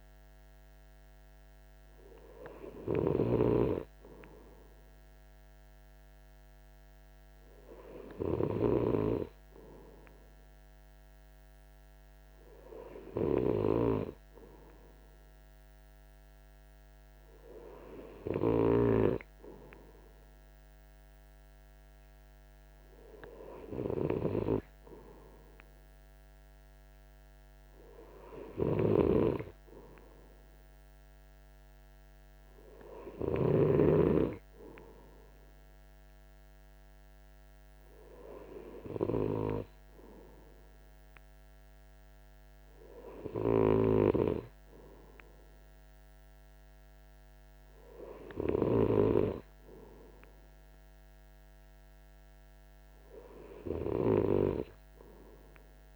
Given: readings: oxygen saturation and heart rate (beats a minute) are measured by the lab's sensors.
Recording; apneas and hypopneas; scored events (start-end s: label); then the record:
breathing in sleep by a microphone on the trachea; none
none scored
From the record:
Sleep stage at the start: N2 (light sleep); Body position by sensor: on the right side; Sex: male